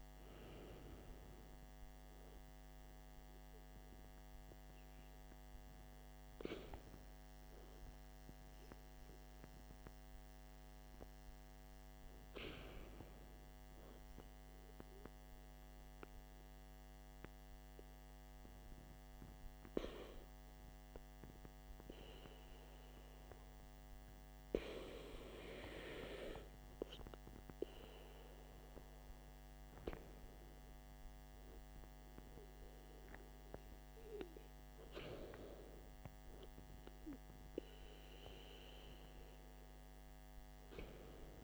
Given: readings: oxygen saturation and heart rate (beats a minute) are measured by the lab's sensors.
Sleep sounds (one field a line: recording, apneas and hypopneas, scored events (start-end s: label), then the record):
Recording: breathing in sleep by a microphone on the trachea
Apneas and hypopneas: 1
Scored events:
6.00-27.50 s: hypopnea (oxygen 95% before, 92% lowest, heart rate 60 before, 54 extreme, up 7 after)
29.50-32.50 s: arousal
From the record:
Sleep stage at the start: N2 (light sleep)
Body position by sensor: on the back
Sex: male